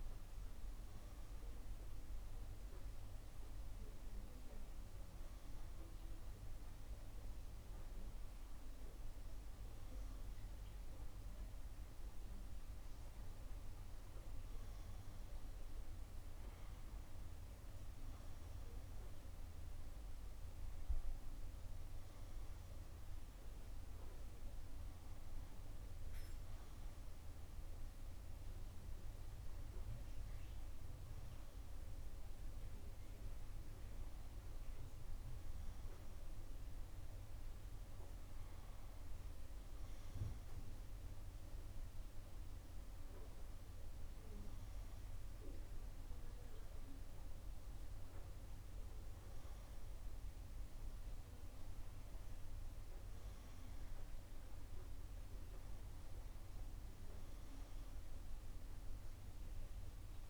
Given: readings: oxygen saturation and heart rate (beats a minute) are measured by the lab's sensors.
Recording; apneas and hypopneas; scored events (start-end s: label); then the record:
breathing in sleep, hard to hear, by a room microphone; none
none scored
From the record:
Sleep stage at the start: N3 (deep sleep); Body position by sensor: on the right side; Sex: female